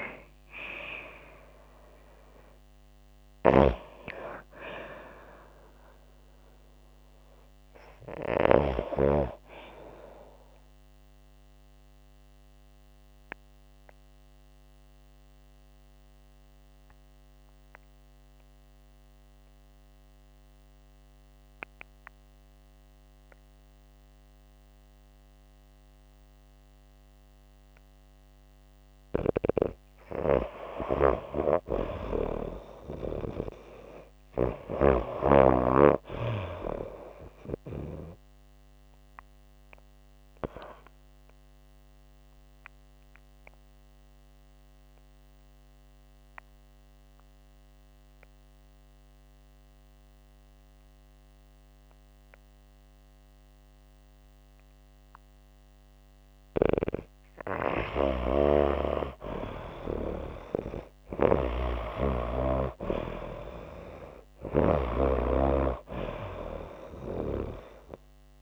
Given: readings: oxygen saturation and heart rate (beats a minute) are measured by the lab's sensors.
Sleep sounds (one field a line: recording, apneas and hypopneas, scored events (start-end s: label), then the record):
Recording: breathing in sleep by a microphone on the trachea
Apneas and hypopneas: 2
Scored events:
2.50-27.50 s: oxygen desaturation (device-marked, oxygen 96% before, 91% lowest, heart rate 71 before, 55 extreme)
3.00-8.50 s: snoring (device-marked)
11.00-28.00 s: obstructive apnea (oxygen 96% before, 90% lowest, heart rate 77 before, 55 extreme, up 9 after)
30.50-34.50 s: arousal
39.00-56.00 s: obstructive apnea (oxygen 94% before, 89% lowest, heart rate 59 before, 54 extreme, up 32 after)
56.00-64.50 s: snoring (device-marked)
59.00-63.50 s: arousal
62.50-68.42 s: oxygen desaturation (device-marked, oxygen 96% before, 90% lowest, heart rate 67 before, 53 extreme)
From the record:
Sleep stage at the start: N2 (light sleep)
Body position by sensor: on the back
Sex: female